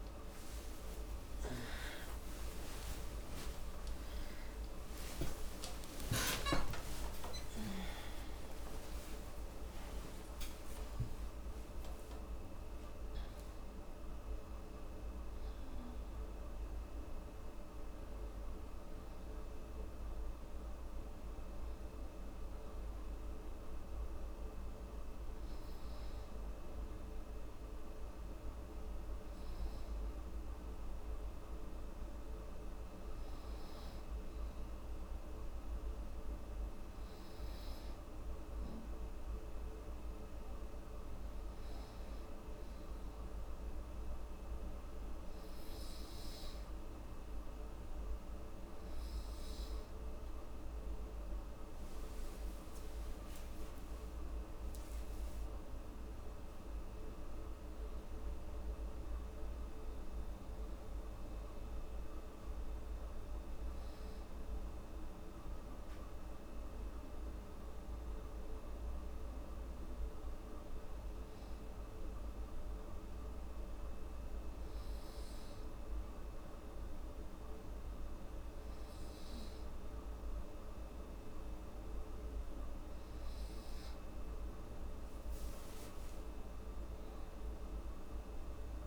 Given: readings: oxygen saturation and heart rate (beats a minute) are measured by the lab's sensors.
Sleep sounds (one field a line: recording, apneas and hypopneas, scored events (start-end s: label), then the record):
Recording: a person partly awake in a sleep study, hard to hear, by a room microphone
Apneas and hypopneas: 2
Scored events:
7.50-88.87 s: new sleep stage, N2 (light sleep)
37.00-50.00 s: hypopnea (oxygen 99% before, 93% lowest, heart rate 78 before, 72 extreme, up 7 after)
51.00-55.50 s: arousal
72.50-83.50 s: obstructive apnea (oxygen 97% before, 93% lowest, heart rate 76 before, 67 extreme, up 6 after)
84.50-87.50 s: arousal
86.50-88.87 s: oxygen desaturation (device-marked, oxygen 97% before, 93% lowest, heart rate 71 before, 61 extreme)
From the record:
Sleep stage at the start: awake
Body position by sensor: on the back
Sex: female